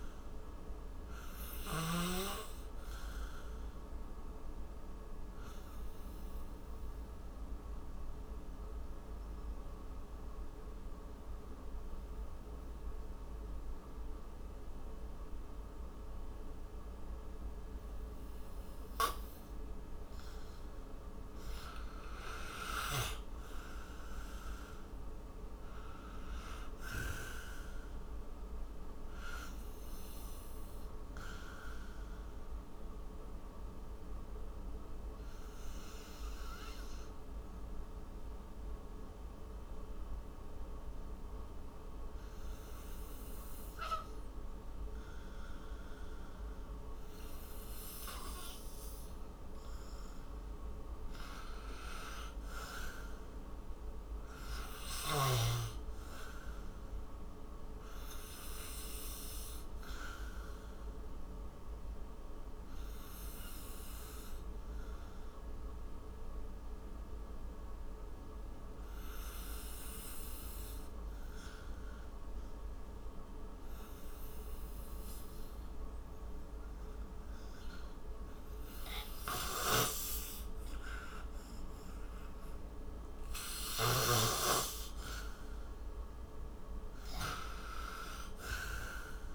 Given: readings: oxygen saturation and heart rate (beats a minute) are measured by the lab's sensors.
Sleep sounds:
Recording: breathing in sleep by a room microphone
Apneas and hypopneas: 3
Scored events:
3.00-20.00 s: obstructive apnea (oxygen 97% before, 88% lowest, heart rate 61 before, 53 extreme, up 14 after)
6.00-21.00 s: oxygen desaturation (device-marked, oxygen 97% before, 90% lowest, heart rate 62 before, 53 extreme)
22.50-26.00 s: arousal
29.00-48.50 s: obstructive apnea (oxygen 97% before, 86% lowest, heart rate 62 before, 53 extreme, up 14 after)
31.00-49.00 s: oxygen desaturation (device-marked, oxygen 97% before, 88% lowest, heart rate 62 before, 53 extreme)
52.00-55.00 s: arousal
58.00-72.00 s: oxygen desaturation (device-marked, oxygen 98% before, 89% lowest, heart rate 61 before, 57 extreme)
58.00-81.00 s: obstructive apnea (oxygen 98% before, 86% lowest, heart rate 61 before, 57 extreme, up 12 after)
83.50-86.00 s: arousal
84.00-89.35 s: oxygen desaturation (device-marked, oxygen 96% before, 86% lowest, heart rate 63 before, 58 extreme)
From the record:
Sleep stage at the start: N2 (light sleep)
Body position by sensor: on the right side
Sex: male

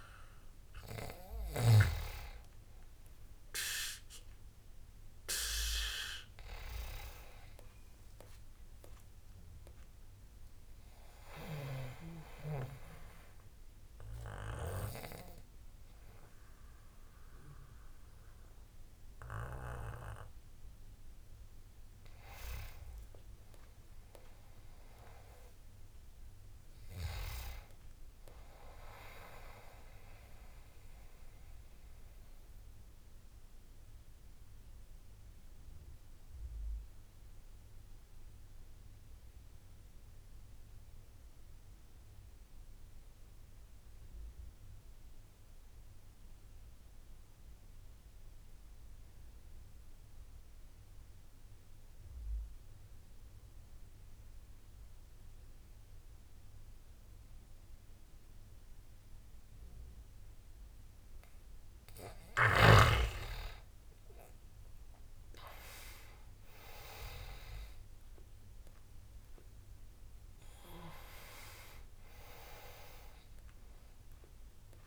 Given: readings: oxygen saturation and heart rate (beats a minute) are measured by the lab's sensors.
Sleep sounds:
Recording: breathing in sleep by a room microphone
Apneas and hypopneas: 1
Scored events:
0.00-7.50 s: oxygen desaturation (device-marked, oxygen 92% lowest, heart rate 73 extreme)
9.50-29.50 s: oxygen desaturation (device-marked, oxygen 93% before, 88% lowest, heart rate 82 before, 63 extreme)
26.50-29.50 s: arousal
32.00-61.50 s: mixed apnea (oxygen 98% before, 86% lowest, heart rate 78 before, 63 extreme, up 15 after)
55.50-74.86 s: oxygen desaturation (device-marked, oxygen 98% before, 89% lowest, heart rate 68 before, 71 extreme)
64.00-68.00 s: arousal
From the record:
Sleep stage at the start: N2 (light sleep)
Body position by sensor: on the back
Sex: male

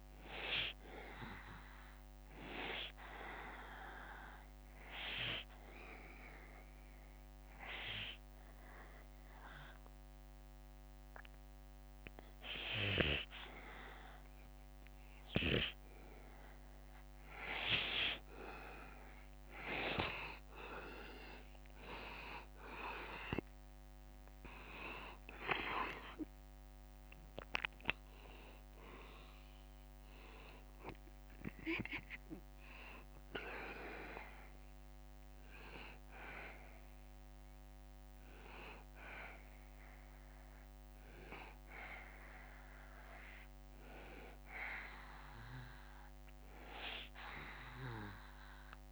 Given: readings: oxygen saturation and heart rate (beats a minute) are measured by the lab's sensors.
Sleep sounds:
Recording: breathing in sleep by a microphone on the trachea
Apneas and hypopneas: 1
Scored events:
0.00-7.50 s: oxygen desaturation (device-marked, oxygen 90% lowest, heart rate 71 extreme)
2.00-17.00 s: hypopnea (oxygen 94% before, 89% lowest, heart rate 74 before, 71 extreme, up 2 after)
19.50-22.50 s: arousal
23.50-39.50 s: oxygen desaturation (device-marked, oxygen 94% before, 89% lowest, heart rate 73 before, 73 extreme)
26.50-31.00 s: arousal
From the record:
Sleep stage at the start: N2 (light sleep)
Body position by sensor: on the back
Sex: male

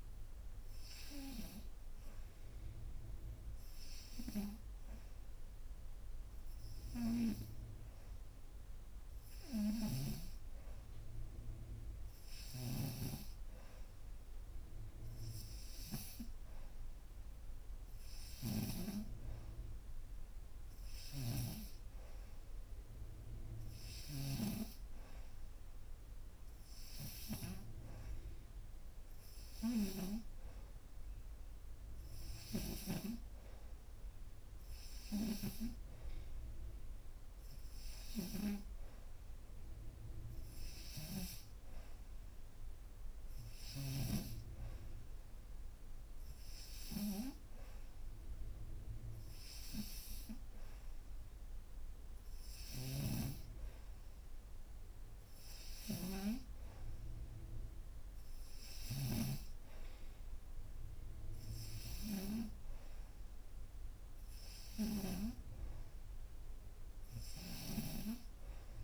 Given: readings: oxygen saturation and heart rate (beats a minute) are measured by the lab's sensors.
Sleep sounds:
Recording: breathing in sleep by a room microphone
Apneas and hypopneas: none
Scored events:
19.50-23.50 s: oxygen desaturation (device-marked, oxygen 94% before, 91% lowest)
52.50-59.00 s: snoring (device-marked)
67.00-68.84 s: snoring (device-marked)
From the record:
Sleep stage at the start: N2 (light sleep)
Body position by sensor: upright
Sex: female

